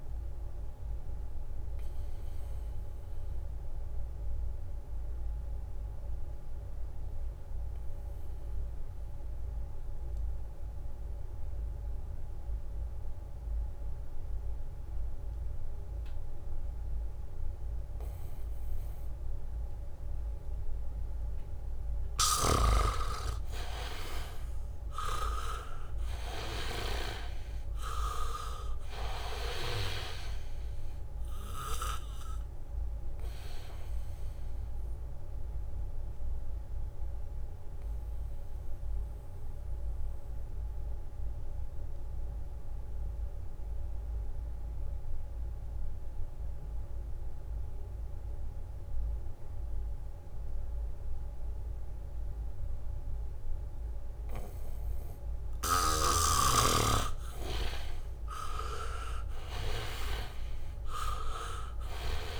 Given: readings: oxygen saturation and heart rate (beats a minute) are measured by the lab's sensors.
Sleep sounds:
breathing in sleep by a room microphone; 2
0.00-14.00 s: oxygen desaturation (device-marked, oxygen 82% lowest, heart rate 71 extreme)
0.50-19.50 s: obstructive apnea (oxygen 99% before, 81% lowest, heart rate 74 before, 71 extreme, up 3 after)
21.00-47.00 s: oxygen desaturation (device-marked, oxygen 98% before, 81% lowest, heart rate 73 before, 71 extreme)
22.50-26.50 s: arousal
34.50-55.00 s: obstructive apnea (oxygen 98% before, 80% lowest, heart rate 73 before, 70 extreme, up 0 after)
47.00-51.00 s: leg movement (device-marked)
53.00-62.40 s: oxygen desaturation (device-marked, oxygen 99% before, 81% lowest, heart rate 76 before, 68 extreme)
57.00-60.00 s: arousal
From the record:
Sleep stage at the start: N2 (light sleep); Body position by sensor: on the back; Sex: male

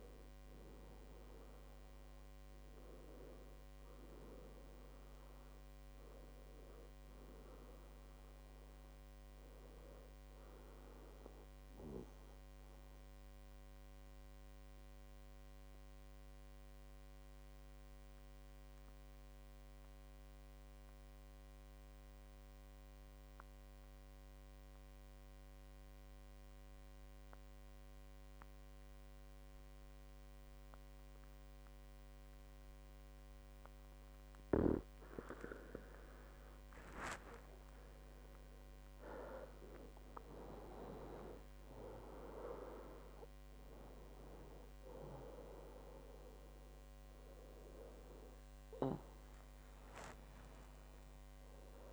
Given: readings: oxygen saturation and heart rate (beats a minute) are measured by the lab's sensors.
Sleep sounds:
breathing in sleep by a microphone on the trachea; 1
14.00-35.00 s: obstructive apnea (oxygen 97% before, 89% lowest, heart rate 74 before, 59 extreme, up 17 after)
33.00-51.93 s: oxygen desaturation (device-marked, oxygen 98% before, 89% lowest, heart rate 64 before, 70 extreme)
36.50-41.00 s: arousal
From the record:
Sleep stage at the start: N2 (light sleep); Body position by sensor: on the back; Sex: male

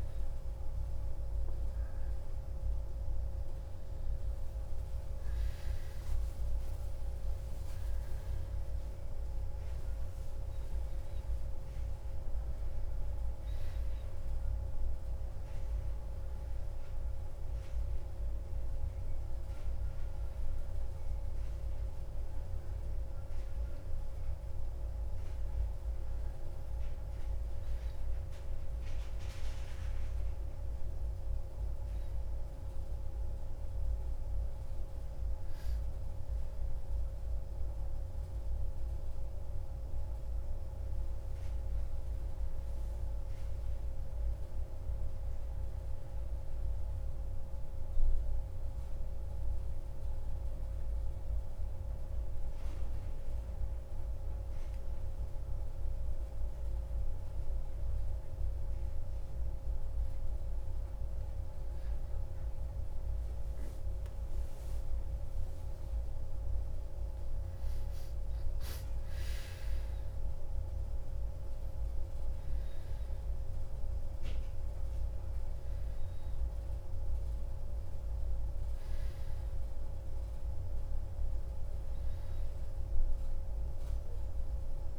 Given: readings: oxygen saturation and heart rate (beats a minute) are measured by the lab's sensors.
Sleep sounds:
a person partly awake in a sleep study, hard to hear, by a room microphone; 1
0.00-2.50 s: oxygen desaturation (device-marked, oxygen 94% lowest, heart rate 29 extreme)
16.50-84.99 s: new sleep stage, N1 (lightest sleep)
48.00-59.00 s: central apnea (oxygen 98% before, 94% lowest, heart rate 90 before, 49 extreme, up 30 after)
60.50-84.99 s: oxygen desaturation (device-marked, oxygen 97% before, 94% lowest)
62.50-66.00 s: arousal
From the record:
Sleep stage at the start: awake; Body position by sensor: on the back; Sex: male

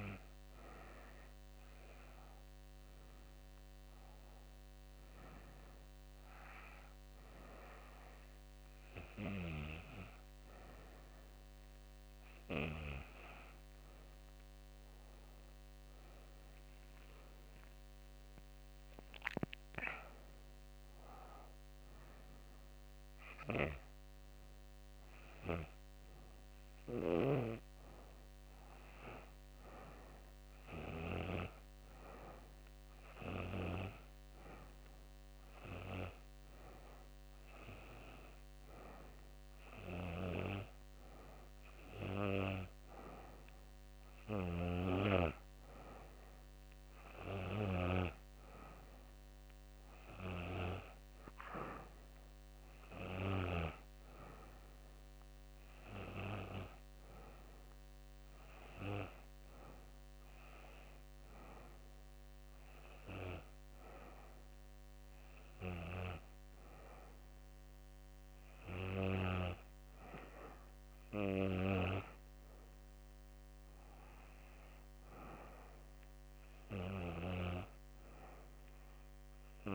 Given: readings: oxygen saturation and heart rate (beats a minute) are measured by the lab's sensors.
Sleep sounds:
breathing in sleep by a microphone on the trachea; none
16.50-20.00 s: arousal
From the record:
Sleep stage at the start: N2 (light sleep); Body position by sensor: on the back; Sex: female

